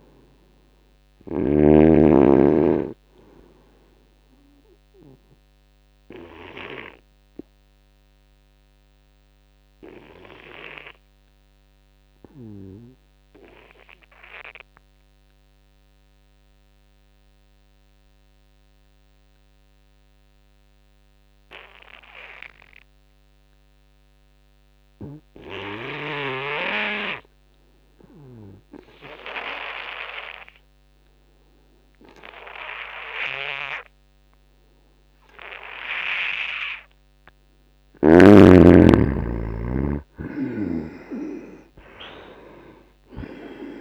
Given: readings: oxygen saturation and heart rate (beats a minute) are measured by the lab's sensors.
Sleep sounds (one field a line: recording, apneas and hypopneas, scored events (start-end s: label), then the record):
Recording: breathing in sleep by a microphone on the trachea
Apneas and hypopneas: 1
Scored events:
0.00-13.00 s: oxygen desaturation (device-marked, oxygen 80% lowest, heart rate 75 extreme)
5.00-37.00 s: obstructive apnea (oxygen 96% before, 80% lowest, heart rate 77 before, 66 extreme, up 1 after)
27.00-43.81 s: oxygen desaturation (device-marked, oxygen 98% before, 80% lowest, heart rate 80 before, 66 extreme)
38.50-41.50 s: arousal
40.50-43.81 s: snoring (device-marked)
From the record:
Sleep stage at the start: N2 (light sleep)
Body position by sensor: on the back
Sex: male